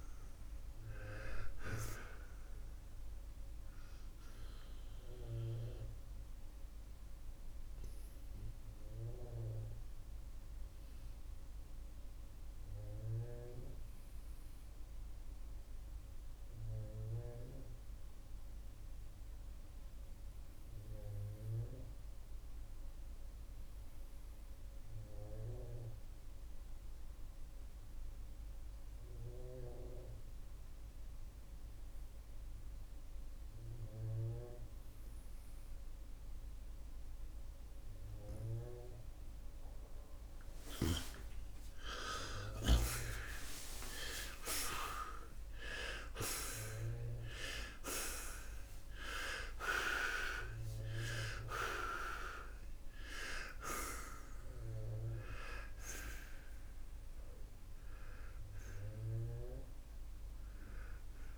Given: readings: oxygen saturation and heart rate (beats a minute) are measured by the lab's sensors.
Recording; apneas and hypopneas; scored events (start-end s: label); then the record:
breathing in sleep by a room microphone; 1
5.00-40.00 s: obstructive apnea (oxygen 94% before, 84% lowest, heart rate 87 before, 59 extreme, up 30 after)
23.50-40.50 s: oxygen desaturation (device-marked, oxygen 94% before, 84% lowest, heart rate 73 before, 59 extreme)
43.00-47.00 s: arousal
From the record:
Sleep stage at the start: N2 (light sleep); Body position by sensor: on the right side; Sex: male